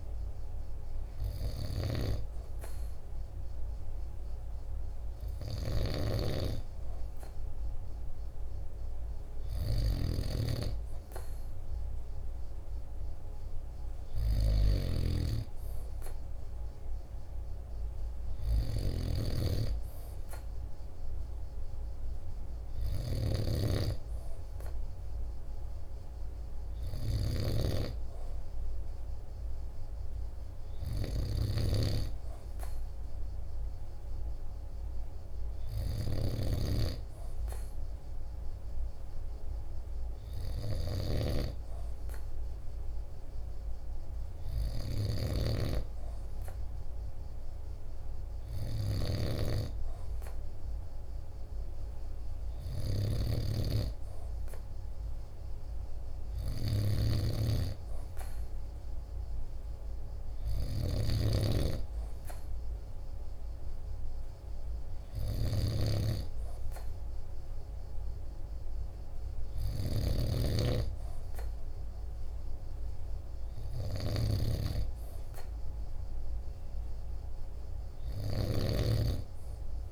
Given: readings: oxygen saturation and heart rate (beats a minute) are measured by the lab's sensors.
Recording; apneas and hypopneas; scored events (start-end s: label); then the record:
breathing in sleep by a room microphone; none
0.00-79.92 s: snoring (device-marked)
From the record:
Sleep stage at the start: N2 (light sleep); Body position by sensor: on the right side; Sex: male